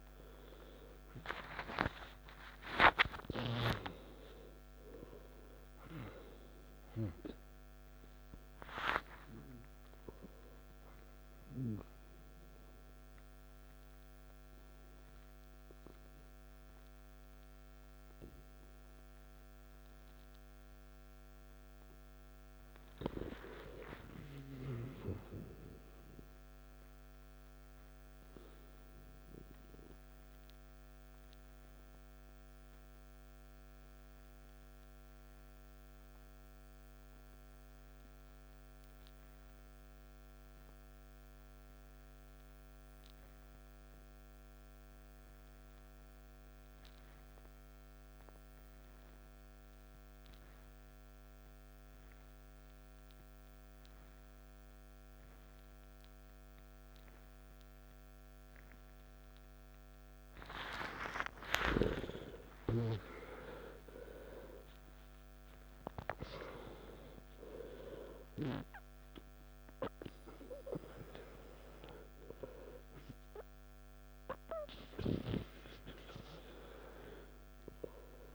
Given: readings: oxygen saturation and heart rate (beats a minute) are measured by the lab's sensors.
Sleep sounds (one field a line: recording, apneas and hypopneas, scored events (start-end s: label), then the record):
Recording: breathing in sleep by a microphone on the trachea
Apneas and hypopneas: 1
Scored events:
0.00-18.00 s: oxygen desaturation (device-marked, oxygen 87% lowest, heart rate 53 extreme)
22.50-26.00 s: arousal
28.50-61.00 s: mixed apnea (oxygen 99% before, 87% lowest, heart rate 61 before, 53 extreme, up 18 after)
45.00-78.35 s: oxygen desaturation (device-marked, oxygen 97% before, 87% lowest, heart rate 57 before, 55 extreme)
61.50-66.50 s: arousal
From the record:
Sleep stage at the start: N2 (light sleep)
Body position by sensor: on the back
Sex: male